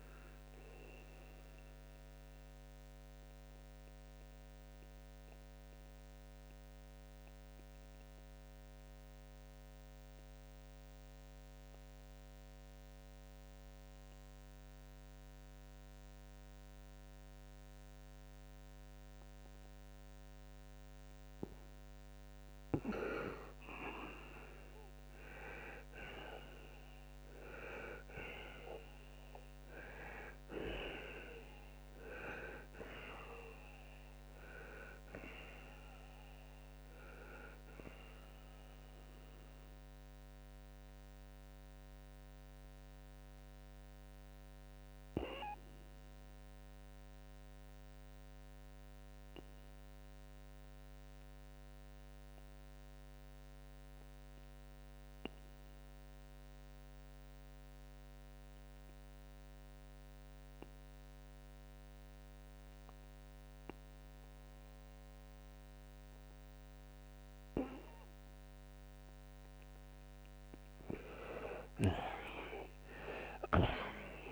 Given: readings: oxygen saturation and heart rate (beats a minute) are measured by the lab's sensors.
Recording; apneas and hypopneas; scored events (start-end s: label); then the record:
breathing in sleep by a microphone on the trachea; 2
1.50-21.50 s: obstructive apnea (oxygen 96% before, 83% lowest, heart rate 99 before, 67 extreme, up 23 after)
8.50-25.50 s: oxygen desaturation (device-marked, oxygen 93% before, 83% lowest, heart rate 84 before, 67 extreme)
23.00-27.00 s: arousal
40.00-69.50 s: obstructive apnea (oxygen 95% before, 82% lowest, heart rate 84 before, 66 extreme, up 44 after)
46.50-67.50 s: oxygen desaturation (device-marked, oxygen 94% before, 87% lowest, heart rate 87 before, 66 extreme)
73.00-74.32 s: arousal
From the record:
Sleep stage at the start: N2 (light sleep); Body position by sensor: on the right side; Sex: male